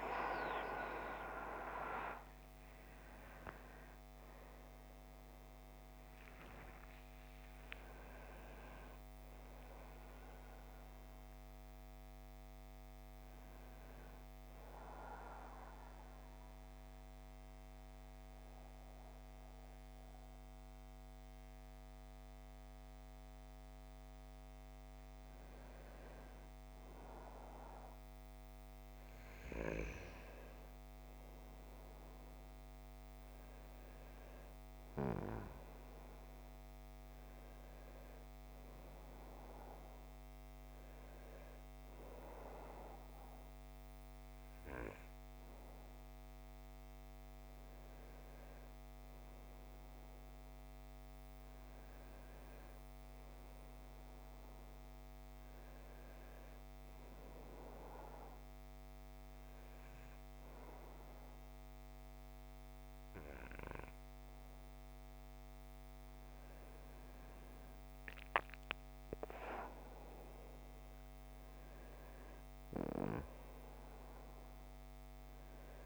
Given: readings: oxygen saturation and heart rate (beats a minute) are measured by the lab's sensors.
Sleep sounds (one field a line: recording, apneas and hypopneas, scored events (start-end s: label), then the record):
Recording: breathing in sleep by a microphone on the trachea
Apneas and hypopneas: 2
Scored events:
0.00-2.00 s: arousal
8.00-16.00 s: oxygen desaturation (device-marked, oxygen 98% before, 95% lowest, heart rate 85 before, 54 extreme)
15.00-25.00 s: central apnea (oxygen 98% before, 92% lowest, heart rate 86 before, 54 extreme, up 4 after)
15.00-75.86 s: new sleep stage, N2 (light sleep)
28.00-32.50 s: arousal
36.00-48.00 s: oxygen desaturation (device-marked, oxygen 97% before, 92% lowest, heart rate 56 before, 59 extreme)
56.50-66.50 s: obstructive apnea (oxygen 97% before, 91% lowest, heart rate 62 before, 60 extreme, up 10 after)
68.50-72.00 s: arousal
From the record:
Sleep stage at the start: N1 (lightest sleep)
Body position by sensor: on the back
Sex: male